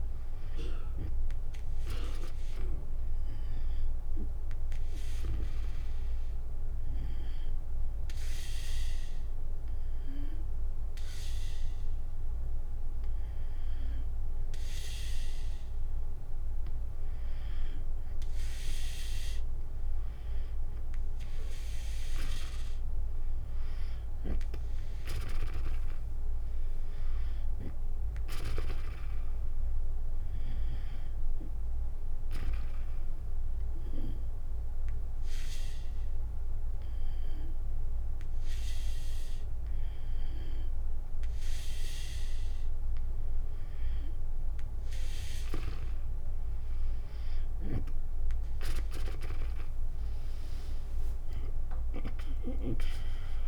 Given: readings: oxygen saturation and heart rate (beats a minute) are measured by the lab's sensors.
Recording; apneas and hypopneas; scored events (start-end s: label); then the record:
breathing in sleep by a room microphone; 2
0.00-7.00 s: drop in pulse transit time (device-marked, heart rate 62 extreme)
0.00-14.00 s: oxygen desaturation (device-marked, oxygen 93% lowest, heart rate 61 extreme)
5.50-18.00 s: hypopnea (oxygen 97% before, 93% lowest, heart rate 72 before, 62 extreme, up 6 after)
22.50-26.50 s: arousal
32.00-43.50 s: hypopnea (oxygen 98% before, 93% lowest, heart rate 69 before, 62 extreme, up 8 after)
45.00-49.50 s: arousal
50.00-53.48 s: drop in pulse transit time (device-marked, heart rate 68 before, 65 extreme)
From the record:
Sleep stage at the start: N2 (light sleep); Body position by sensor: on the back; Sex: female